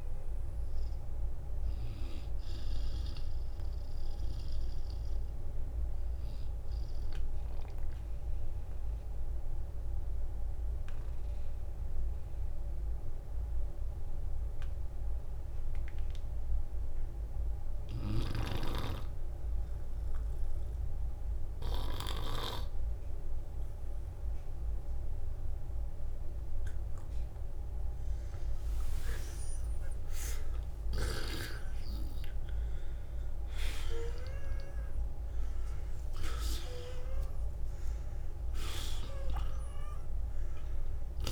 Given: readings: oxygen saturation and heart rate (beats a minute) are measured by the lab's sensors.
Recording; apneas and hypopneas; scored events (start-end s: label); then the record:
breathing in sleep by a room microphone; 1
1.50-24.50 s: oxygen desaturation (device-marked, oxygen 88% before, 81% lowest, heart rate 65 before, 51 extreme)
6.00-18.00 s: obstructive apnea (oxygen 93% before, 81% lowest, heart rate 64 before, 51 extreme, up 8 after)
8.50-10.50 s: long interval between heartbeats (device-marked, heart rate 63 before, 59 extreme)
29.00-35.00 s: arousal
39.50-41.32 s: oxygen desaturation (device-marked, oxygen 96% before, 85% lowest, heart rate 60 before, 46 extreme)
From the record:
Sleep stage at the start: N2 (light sleep); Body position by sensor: on the back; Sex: male